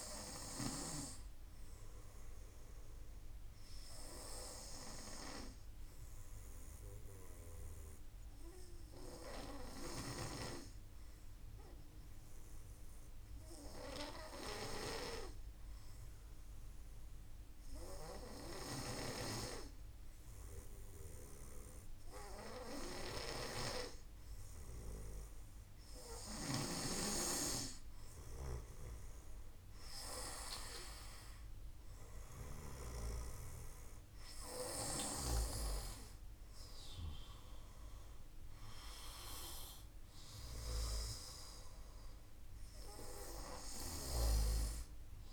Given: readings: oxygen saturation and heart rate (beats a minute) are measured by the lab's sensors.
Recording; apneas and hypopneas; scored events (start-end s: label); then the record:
breathing in sleep by a room microphone; 1
2.50-22.00 s: hypopnea (oxygen 97% before, 93% lowest, heart rate 52 before, 52 extreme, up 0 after)
24.00-27.00 s: arousal
32.50-45.33 s: oxygen desaturation (device-marked, oxygen 97% before, 93% lowest, heart rate 52 before, 52 extreme)
From the record:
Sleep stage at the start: N2 (light sleep); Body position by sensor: on the back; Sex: male